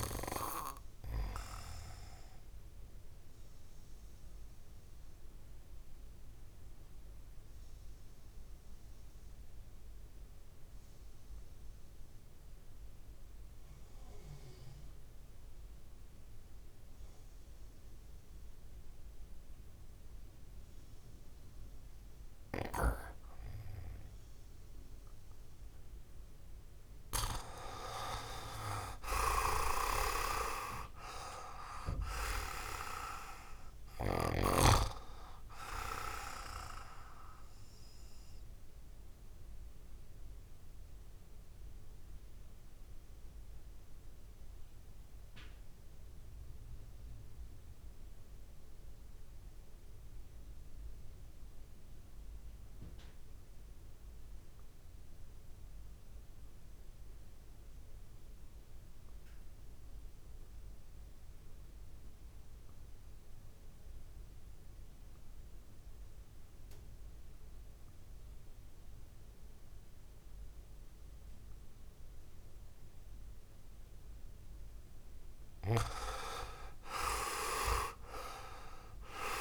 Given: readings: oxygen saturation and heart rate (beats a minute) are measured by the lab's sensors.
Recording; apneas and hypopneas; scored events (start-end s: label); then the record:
breathing in sleep by a room microphone; 2
0.00-16.50 s: oxygen desaturation (device-marked, oxygen 91% lowest, heart rate 58 extreme)
2.50-26.00 s: obstructive apnea (oxygen 99% before, 89% lowest, heart rate 60 before, 56 extreme, up 6 after)
28.50-32.50 s: arousal
28.50-54.50 s: oxygen desaturation (device-marked, oxygen 98% before, 91% lowest, heart rate 61 before, 56 extreme)
38.50-73.50 s: obstructive apnea (oxygen 98% before, 88% lowest, heart rate 63 before, 55 extreme, up 13 after)
69.50-79.41 s: oxygen desaturation (device-marked, oxygen 99% before, 88% lowest, heart rate 62 before, 55 extreme)
76.00-79.41 s: arousal
From the record:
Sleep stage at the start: REM sleep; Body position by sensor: on the right side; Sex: male